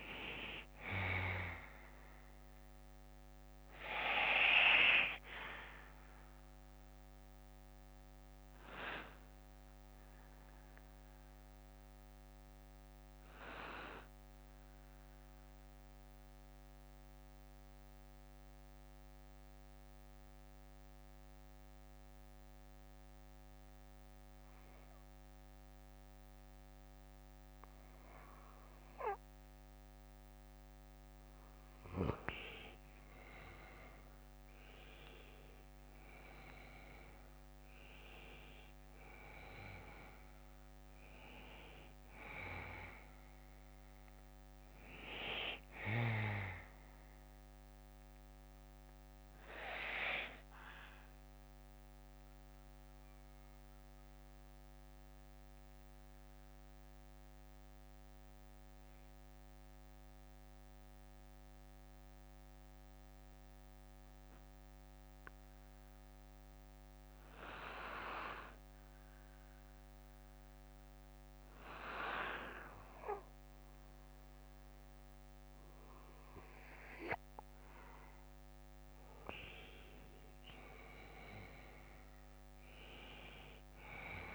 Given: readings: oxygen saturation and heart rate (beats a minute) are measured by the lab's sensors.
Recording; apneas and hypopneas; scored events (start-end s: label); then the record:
breathing in sleep by a microphone on the trachea; 2
4.00-26.00 s: oxygen desaturation (device-marked, oxygen 98% before, 91% lowest, heart rate 62 before, 49 extreme)
5.00-27.00 s: bradycardia (device-marked, heart rate 60 before, 49 extreme)
8.50-31.00 s: central apnea (oxygen 98% before, 91% lowest, heart rate 64 before, 49 extreme, up 12 after)
34.50-39.50 s: arousal
41.00-52.00 s: bradycardia (device-marked, heart rate 60 before, 52 extreme)
43.00-48.00 s: oxygen desaturation (device-marked, oxygen 97% before, 93% lowest, heart rate 62 before, 51 extreme)
53.50-76.50 s: mixed apnea (oxygen 97% before, 91% lowest, heart rate 62 before, 51 extreme, up 12 after)
57.00-76.00 s: bradycardia (device-marked, heart rate 60 before, 56 extreme)
58.00-62.00 s: oxygen desaturation (device-marked, oxygen 95% before, 92% lowest, heart rate 60 before, 56 extreme)
79.50-83.50 s: arousal
83.00-84.35 s: oxygen desaturation (device-marked, oxygen 97% before, 92% lowest, heart rate 58 before, 51 extreme)
From the record:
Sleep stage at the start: N2 (light sleep); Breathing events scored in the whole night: 228 in 4.2 hours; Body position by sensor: on the back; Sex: male